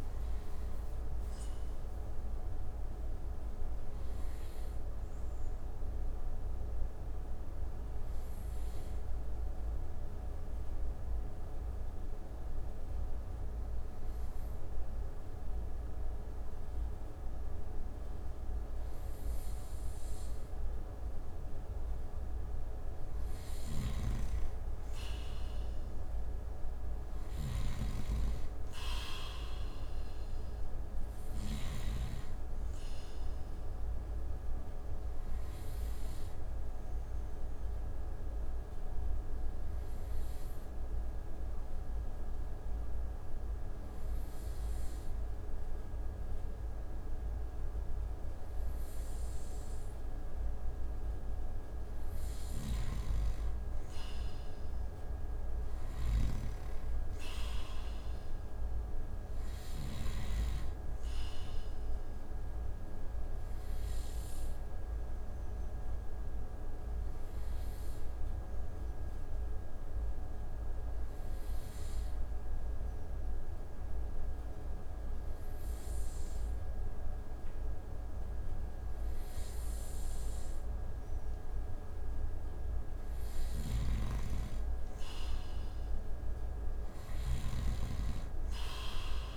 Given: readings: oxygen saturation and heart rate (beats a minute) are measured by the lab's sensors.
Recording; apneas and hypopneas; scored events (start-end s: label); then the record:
breathing in sleep, hard to hear, by a room microphone; 3
0.00-22.50 s: oxygen desaturation (device-marked, oxygen 90% lowest)
2.50-22.50 s: obstructive apnea (oxygen 96% before, 90% lowest)
23.00-31.50 s: snoring (device-marked)
25.00-29.00 s: arousal
33.50-51.50 s: oxygen desaturation (device-marked, oxygen 97% before, 91% lowest)
34.50-51.00 s: obstructive apnea (oxygen 97% before, 90% lowest)
53.50-58.00 s: arousal
55.50-59.50 s: snoring (device-marked)
62.50-76.50 s: oxygen desaturation (device-marked, oxygen 96% before, 90% lowest)
63.00-80.00 s: obstructive apnea (oxygen 96% before, 89% lowest)
83.00-85.00 s: arousal
83.00-89.37 s: snoring (device-marked)
86.50-89.37 s: oxygen desaturation (device-marked, oxygen 95% before, 90% lowest)
From the record:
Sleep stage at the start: N2 (light sleep); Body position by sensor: on the right side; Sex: male